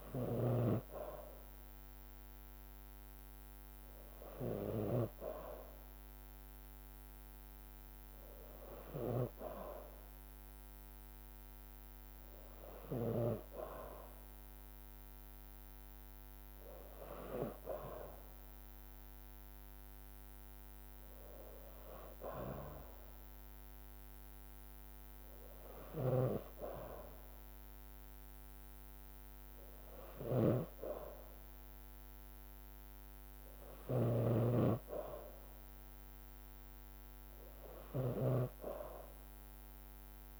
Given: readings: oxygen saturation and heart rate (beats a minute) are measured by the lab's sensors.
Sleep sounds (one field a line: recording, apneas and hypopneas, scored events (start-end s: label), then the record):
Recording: breathing in sleep by a microphone on the trachea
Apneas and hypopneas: none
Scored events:
30.00-40.39 s: snoring (device-marked)
From the record:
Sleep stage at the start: N2 (light sleep)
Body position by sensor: on the back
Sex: female